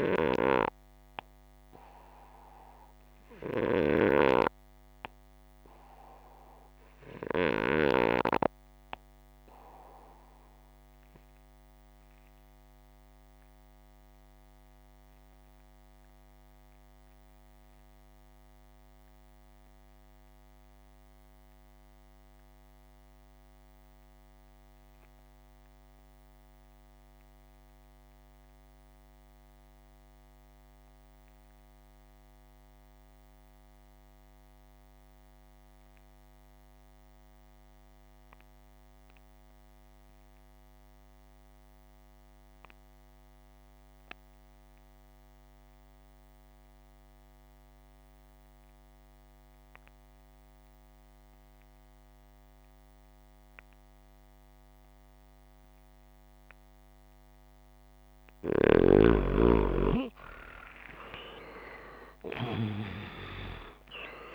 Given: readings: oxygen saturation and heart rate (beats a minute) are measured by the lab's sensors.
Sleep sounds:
breathing in sleep by a microphone on the trachea; 1
8.50-57.00 s: obstructive apnea (oxygen 91% before, 87% lowest, heart rate 125 before, 75 extreme, up 41 after)
59.00-64.35 s: arousal
62.00-64.35 s: new sleep stage, REM sleep
From the record:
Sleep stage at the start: N2 (light sleep); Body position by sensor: upright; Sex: male

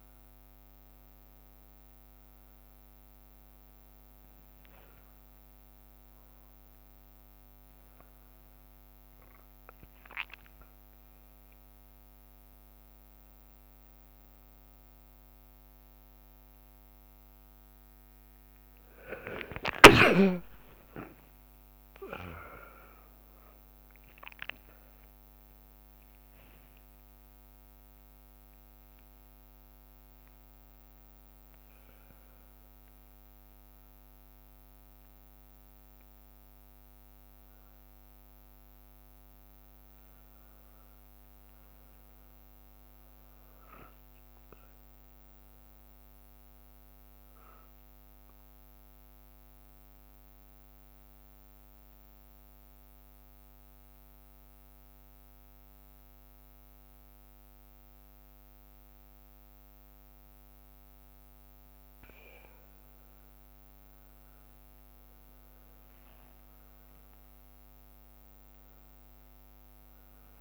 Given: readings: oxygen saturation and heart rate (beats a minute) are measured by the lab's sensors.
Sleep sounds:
a person awake in a sleep study, by a microphone on the trachea; 1
4.50-6.00 s: leg movement (device-marked)
7.50-11.00 s: leg movement (device-marked)
19.00-22.50 s: leg movement (device-marked)
20.00-22.00 s: long interval between heartbeats (device-marked, heart rate 63 before, 82 extreme)
25.50-28.50 s: leg movement (device-marked)
33.00-36.00 s: leg movement (device-marked)
42.00-43.50 s: leg movement (device-marked)
48.50-62.00 s: central apnea (oxygen 100% before, 96% lowest, heart rate 64 before, 61 extreme, up 22 after)
50.50-65.50 s: drop in pulse transit time (device-marked, heart rate 64 before, 61 extreme)
64.50-68.50 s: leg movement (device-marked)
65.00-67.00 s: long interval between heartbeats (device-marked, heart rate 62 before, 73 extreme)
From the record:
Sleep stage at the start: awake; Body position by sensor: on the back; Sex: male

